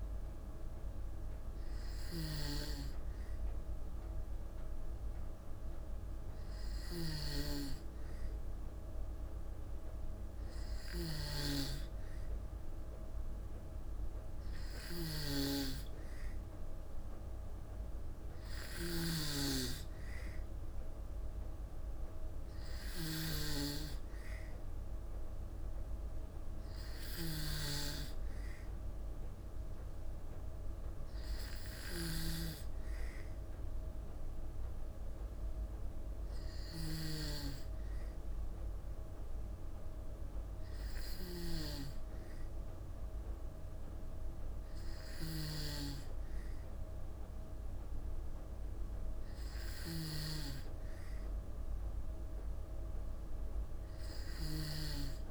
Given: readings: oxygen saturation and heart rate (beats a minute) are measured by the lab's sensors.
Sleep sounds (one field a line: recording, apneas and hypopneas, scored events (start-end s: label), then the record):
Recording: breathing in sleep by a room microphone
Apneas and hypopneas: none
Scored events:
0.00-2.00 s: snoring (device-marked)
10.50-23.00 s: snoring (device-marked)
31.50-50.00 s: snoring (device-marked)
From the record:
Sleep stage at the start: N2 (light sleep)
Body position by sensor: on the back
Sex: female